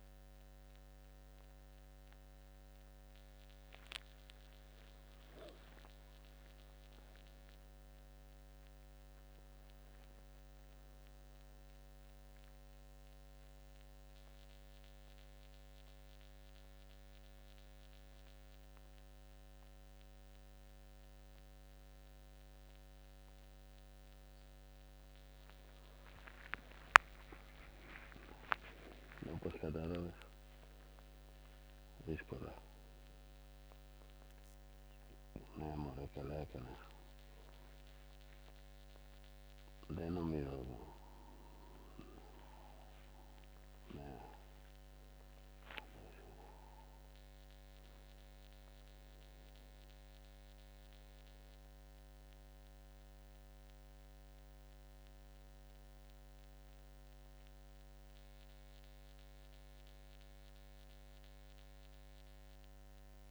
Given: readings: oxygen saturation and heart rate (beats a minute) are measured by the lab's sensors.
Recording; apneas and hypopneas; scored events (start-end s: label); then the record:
a person awake in a sleep study, by a microphone on the trachea; none
11.50-13.50 s: long interval between heartbeats (device-marked, heart rate 85 before, 85 extreme)
From the record:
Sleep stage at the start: awake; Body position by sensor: on the back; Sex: male